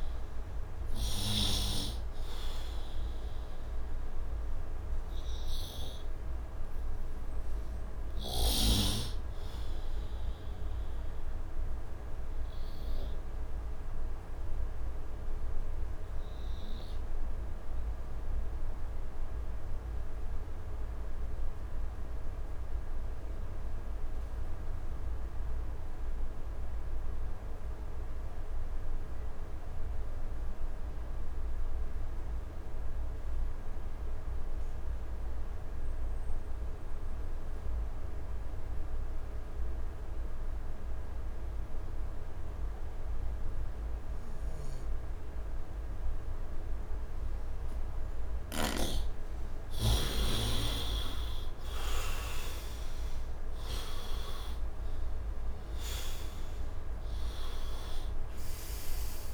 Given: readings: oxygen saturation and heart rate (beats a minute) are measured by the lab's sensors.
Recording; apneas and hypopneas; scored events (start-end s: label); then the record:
breathing in sleep by a room microphone; 1
0.00-19.00 s: oxygen desaturation (device-marked, oxygen 69% lowest, heart rate 69 extreme)
12.00-48.00 s: obstructive apnea (oxygen 98% before, 67% lowest, heart rate 77 before, 69 extreme, up 8 after)
32.00-59.34 s: oxygen desaturation (device-marked, oxygen 100% before, 67% lowest, heart rate 73 before, 69 extreme)
51.00-56.00 s: arousal
From the record:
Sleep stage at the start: N2 (light sleep); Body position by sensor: on the right side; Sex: male